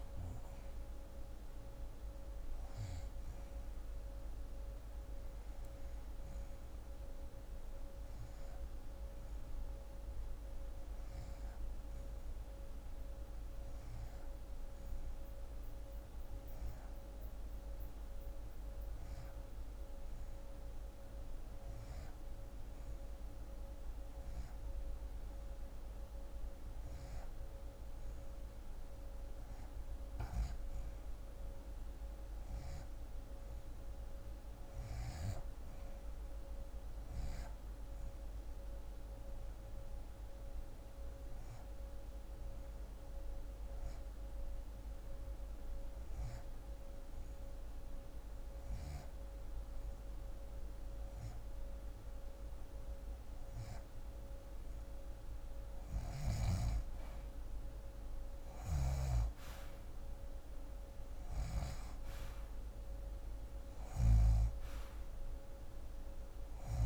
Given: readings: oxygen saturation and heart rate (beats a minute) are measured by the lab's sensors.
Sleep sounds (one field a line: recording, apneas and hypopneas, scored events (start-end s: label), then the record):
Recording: breathing in sleep, hard to hear, by a room microphone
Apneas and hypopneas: 2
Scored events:
6.00-24.50 s: hypopnea (oxygen 86% before, 85% lowest)
26.00-29.50 s: arousal
30.00-58.00 s: oxygen desaturation (device-marked, oxygen 91% before, 86% lowest)
39.00-52.50 s: hypopnea (oxygen 91% before, 85% lowest)
57.00-61.50 s: arousal
From the record:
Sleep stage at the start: REM sleep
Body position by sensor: on the left side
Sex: female